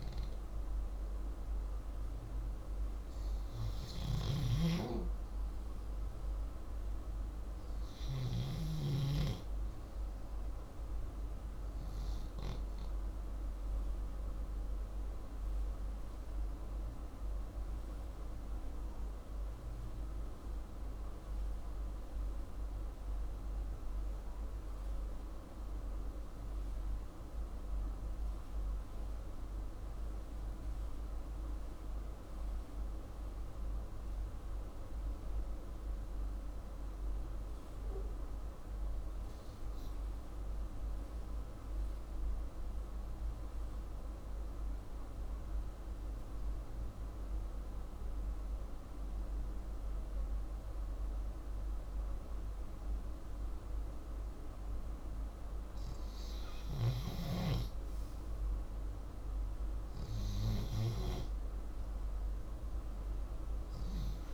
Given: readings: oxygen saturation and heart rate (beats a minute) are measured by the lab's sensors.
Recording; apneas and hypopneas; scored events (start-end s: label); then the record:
breathing in sleep by a room microphone; 1
0.00-2.50 s: oxygen desaturation (device-marked, oxygen 89% lowest, heart rate 74 extreme)
3.50-8.50 s: snoring (device-marked)
4.00-8.00 s: arousal
12.00-55.00 s: obstructive apnea (oxygen 99% before, 86% lowest, heart rate 121 before, 60 extreme)
58.00-62.00 s: arousal
From the record:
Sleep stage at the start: REM sleep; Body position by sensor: upright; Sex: male